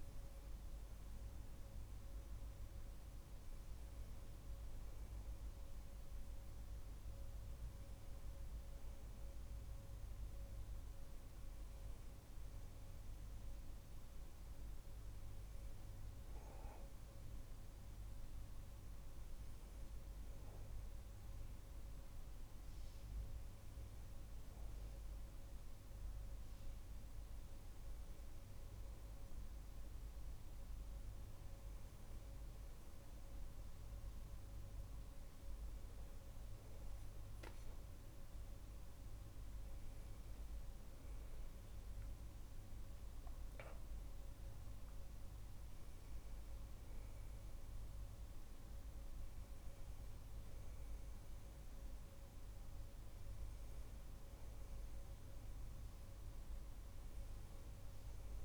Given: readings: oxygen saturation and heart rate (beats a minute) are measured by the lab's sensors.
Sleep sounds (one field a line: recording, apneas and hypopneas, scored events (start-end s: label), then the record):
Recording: a person partly awake in a sleep study, hard to hear, by a room microphone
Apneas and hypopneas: none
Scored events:
34.50-58.45 s: new sleep stage, awake
From the record:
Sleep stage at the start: N1 (lightest sleep)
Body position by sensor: on the back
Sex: male